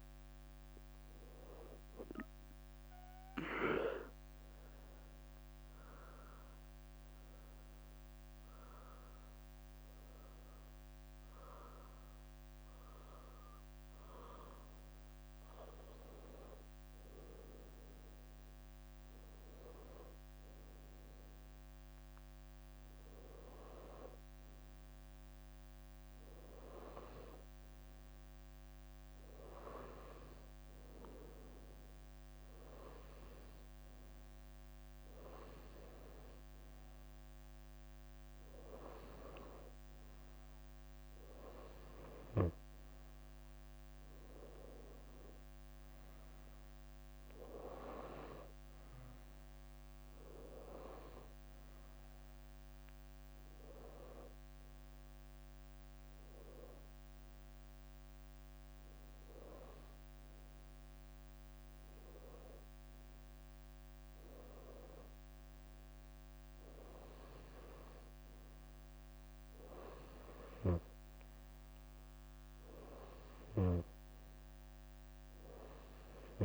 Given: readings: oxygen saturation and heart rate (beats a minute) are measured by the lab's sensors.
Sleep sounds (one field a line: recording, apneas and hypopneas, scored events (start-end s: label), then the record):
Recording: breathing in sleep by a microphone on the trachea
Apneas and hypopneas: 1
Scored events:
1.00-2.00 s: leg movement (device-marked)
1.00-11.00 s: hypopnea (oxygen 96% before, 93% lowest, heart rate 70 before, 67 extreme, up 6 after)
4.50-6.00 s: leg movement (device-marked)
7.50-8.50 s: leg movement (device-marked)
13.50-17.00 s: arousal
19.50-22.00 s: leg movement (device-marked)
44.00-46.00 s: leg movement (device-marked)
47.00-49.00 s: leg movement (device-marked)
50.50-52.00 s: leg movement (device-marked)
53.00-55.50 s: leg movement (device-marked)
56.00-57.50 s: leg movement (device-marked)
64.50-72.50 s: leg movement (device-marked)
73.00-76.45 s: leg movement (device-marked)
From the record:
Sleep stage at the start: N2 (light sleep)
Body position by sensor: on the right side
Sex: female